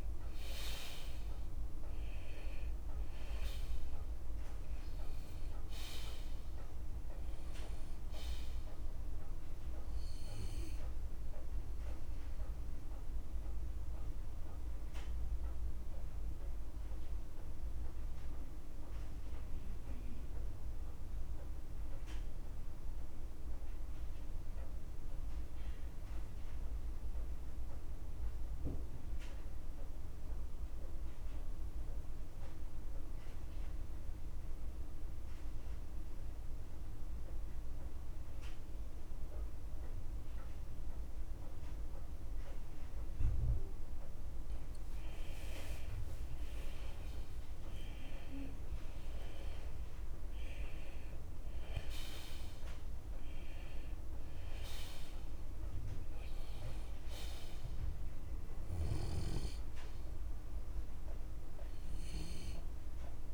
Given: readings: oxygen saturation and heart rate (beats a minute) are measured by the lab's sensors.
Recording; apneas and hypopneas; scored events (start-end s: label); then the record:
breathing in sleep by a room microphone; 1
0.00-2.00 s: arousal
1.00-3.00 s: long interval between heartbeats (device-marked, heart rate 53 before, 76 extreme)
4.00-30.00 s: oxygen desaturation (device-marked, oxygen 98% before, 91% lowest, heart rate 56 before, 35 extreme)
6.50-8.50 s: long interval between heartbeats (device-marked, heart rate 57 before, 60 extreme)
12.50-44.50 s: mixed apnea (oxygen 98% before, 88% lowest, heart rate 58 before, 35 extreme, up 7 after)
24.00-26.00 s: long interval between heartbeats (device-marked, heart rate 57 before, 85 extreme)
42.00-63.34 s: oxygen desaturation (device-marked, oxygen 97% before, 88% lowest, heart rate 63 before, 35 extreme)
45.00-47.00 s: long interval between heartbeats (device-marked, heart rate 59 before, 55 extreme)
46.50-50.00 s: arousal
49.50-51.50 s: long interval between heartbeats (device-marked, heart rate 53 before, 48 extreme)
From the record:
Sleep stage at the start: N2 (light sleep); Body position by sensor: on the left side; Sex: male